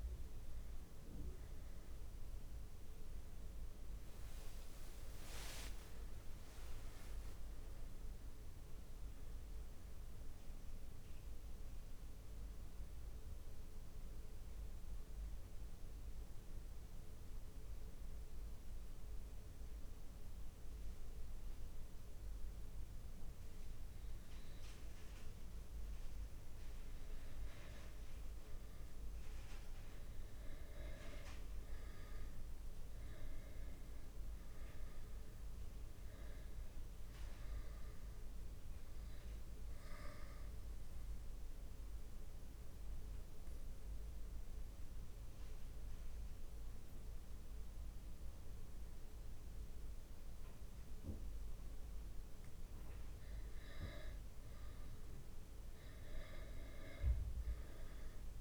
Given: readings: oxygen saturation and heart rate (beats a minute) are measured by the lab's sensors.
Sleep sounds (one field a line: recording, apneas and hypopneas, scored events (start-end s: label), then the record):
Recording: breathing in sleep, hard to hear, by a room microphone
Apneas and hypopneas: 2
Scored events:
14.50-25.00 s: obstructive apnea (oxygen 99% before, 95% lowest)
17.50-58.41 s: new sleep stage, N2 (light sleep)
28.50-32.50 s: arousal
41.50-53.50 s: central apnea (oxygen 98% before, 95% lowest)
42.50-58.41 s: oxygen desaturation (device-marked, oxygen 98% before, 95% lowest)
From the record:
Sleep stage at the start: N1 (lightest sleep)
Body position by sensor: on the back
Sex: male